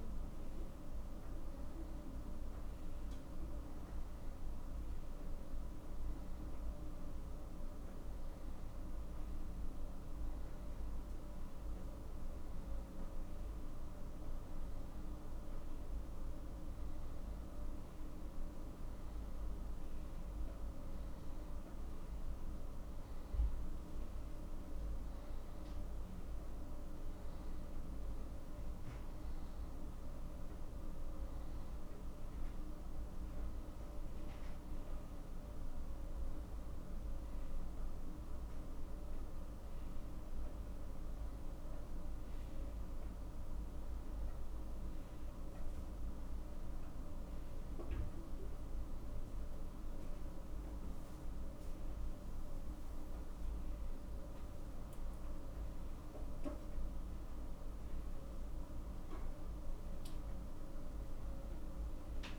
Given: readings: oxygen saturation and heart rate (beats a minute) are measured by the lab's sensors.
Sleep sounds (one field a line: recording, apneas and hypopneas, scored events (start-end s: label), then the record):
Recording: a person awake in a sleep study, hard to hear, by a room microphone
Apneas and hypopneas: none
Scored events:
none scored
From the record:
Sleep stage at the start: awake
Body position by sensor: on the back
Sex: male